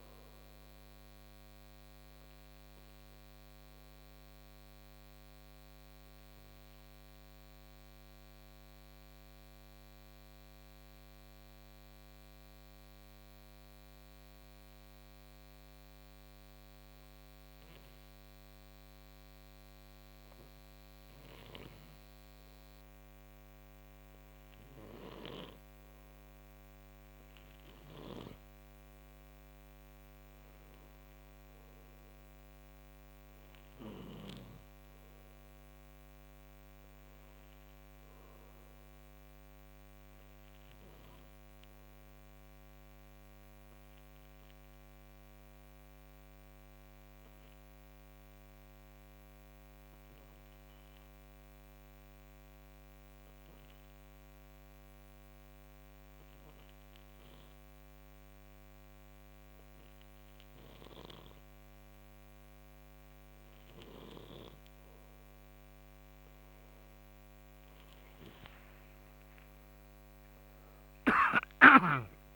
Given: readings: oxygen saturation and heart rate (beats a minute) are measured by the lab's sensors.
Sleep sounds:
breathing in sleep by a microphone on the trachea; 2
0.00-14.50 s: oxygen desaturation (device-marked, oxygen 91% lowest, heart rate 55 extreme)
4.50-20.00 s: obstructive apnea (oxygen 95% before, 91% lowest, heart rate 61 before, 55 extreme, up 8 after)
23.00-27.50 s: arousal
24.50-34.00 s: snoring (device-marked)
27.50-42.50 s: oxygen desaturation (device-marked, oxygen 96% before, 91% lowest, heart rate 60 before, 55 extreme)
43.00-61.50 s: obstructive apnea (oxygen 97% before, 90% lowest, heart rate 61 before, 57 extreme, up 18 after)
62.50-72.36 s: oxygen desaturation (device-marked, oxygen 96% before, 91% lowest, heart rate 58 before, 54 extreme)
From the record:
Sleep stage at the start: N2 (light sleep); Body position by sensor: on the right side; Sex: male

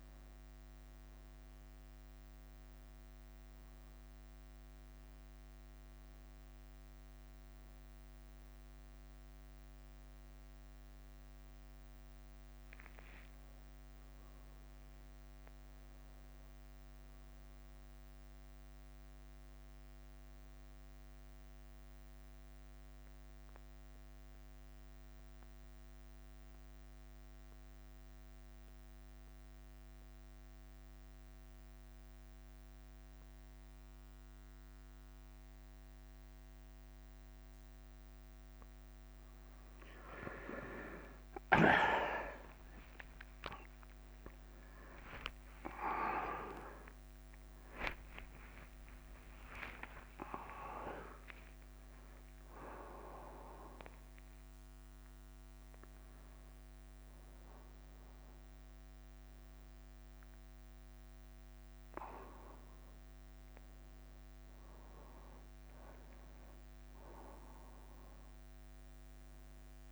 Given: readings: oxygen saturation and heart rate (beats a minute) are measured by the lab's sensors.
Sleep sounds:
a person partly awake in a sleep study, by a microphone on the trachea; 1
0.00-7.50 s: oxygen desaturation (device-marked, oxygen 88% lowest, heart rate 50 extreme)
0.00-8.50 s: bradycardia (device-marked, heart rate 50 extreme)
13.00-18.00 s: arousal
13.50-39.50 s: bradycardia (device-marked, heart rate 61 before, 51 extreme)
14.00-16.00 s: long interval between heartbeats (device-marked, heart rate 59 before, 65 extreme)
23.50-39.00 s: mixed apnea (oxygen 99% before, 91% lowest, heart rate 57 before, 56 extreme, up 9 after)
39.50-69.92 s: new sleep stage, awake
40.50-69.92 s: oxygen desaturation (device-marked, oxygen 98% before, 91% lowest, heart rate 56 before, 53 extreme)
49.50-51.50 s: long interval between heartbeats (device-marked, heart rate 59 before, 74 extreme)
63.00-65.00 s: long interval between heartbeats (device-marked, heart rate 72 before, 84 extreme)
66.50-68.50 s: bradycardia (device-marked, heart rate 61 before, 64 extreme)
From the record:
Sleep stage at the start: N2 (light sleep); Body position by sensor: on the back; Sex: male

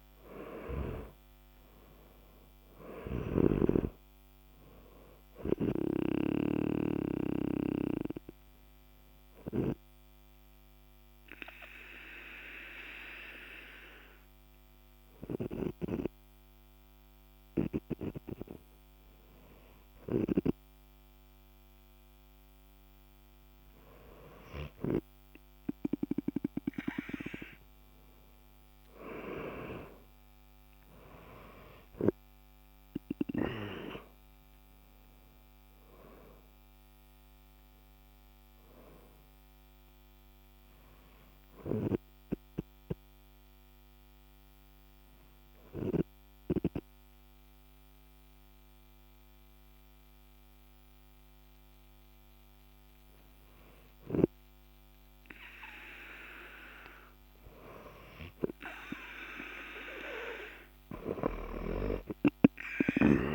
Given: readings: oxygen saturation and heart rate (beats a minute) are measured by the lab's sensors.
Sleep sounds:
breathing in sleep by a microphone on the trachea; 2
0.00-1.00 s: arousal
7.00-18.50 s: obstructive apnea (oxygen 98% before, 94% lowest, heart rate 56 before, 49 extreme, up 7 after)
22.00-25.50 s: arousal
42.50-55.50 s: obstructive apnea (oxygen 97% before, 94% lowest, heart rate 56 before, 49 extreme, up 10 after)
61.00-63.35 s: arousal
From the record:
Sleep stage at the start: N2 (light sleep); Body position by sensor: on the back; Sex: male

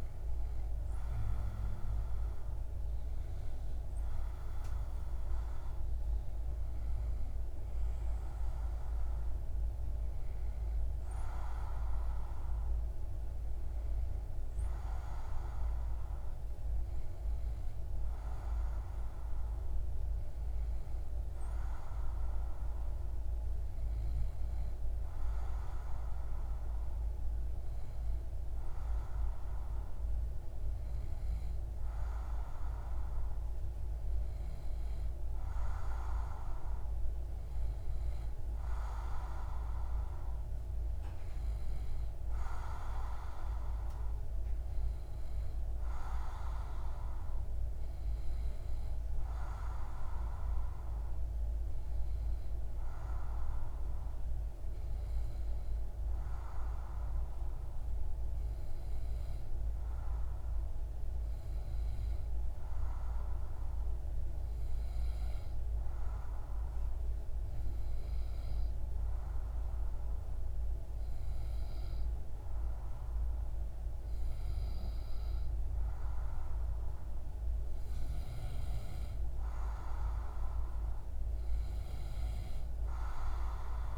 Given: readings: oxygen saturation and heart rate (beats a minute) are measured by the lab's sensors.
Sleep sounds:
breathing in sleep by a room microphone; 2
15.00-32.00 s: hypopnea (oxygen 95% before, 92% lowest)
33.50-37.50 s: arousal
54.00-76.50 s: obstructive apnea (oxygen 96% before, 92% lowest)
From the record:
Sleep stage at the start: N2 (light sleep); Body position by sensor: on the back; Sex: male

